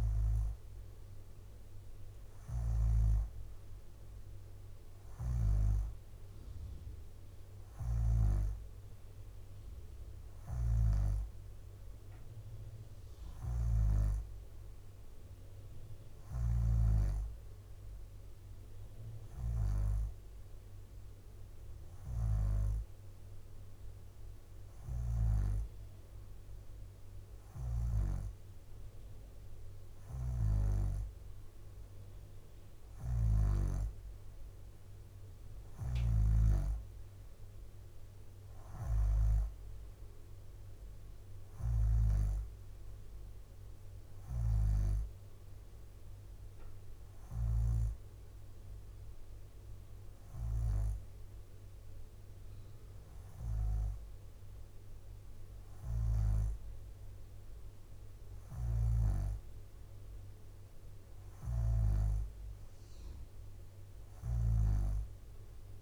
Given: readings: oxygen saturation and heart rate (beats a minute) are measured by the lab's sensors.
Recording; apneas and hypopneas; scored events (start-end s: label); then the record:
breathing in sleep by a room microphone; none
0.00-5.50 s: snoring (device-marked)
2.00-3.00 s: leg movement (device-marked)
10.00-16.50 s: snoring (device-marked)
23.00-40.00 s: drop in pulse transit time (device-marked, heart rate 62 before, 62 extreme)
24.50-28.00 s: snoring (device-marked)
32.50-42.00 s: snoring (device-marked)
44.00-56.00 s: snoring (device-marked)
46.50-47.50 s: leg movement (device-marked)
55.50-57.00 s: leg movement (device-marked)
58.00-64.50 s: snoring (device-marked)
From the record:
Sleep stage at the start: N2 (light sleep); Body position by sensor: upright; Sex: female